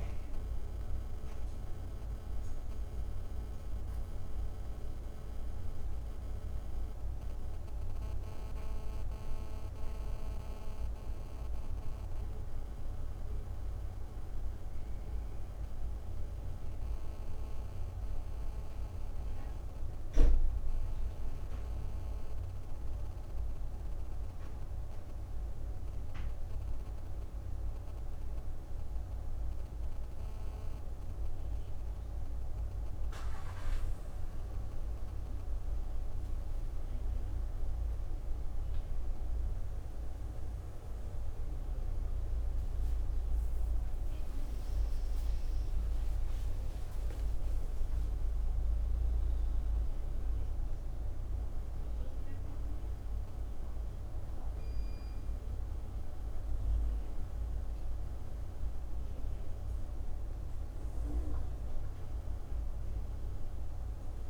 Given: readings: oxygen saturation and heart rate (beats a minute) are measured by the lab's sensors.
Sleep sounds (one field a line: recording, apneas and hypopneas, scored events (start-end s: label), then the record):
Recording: breathing in sleep, hard to hear, by a room microphone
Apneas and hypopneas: none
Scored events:
none scored
From the record:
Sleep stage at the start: N1 (lightest sleep)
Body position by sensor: on the right side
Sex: female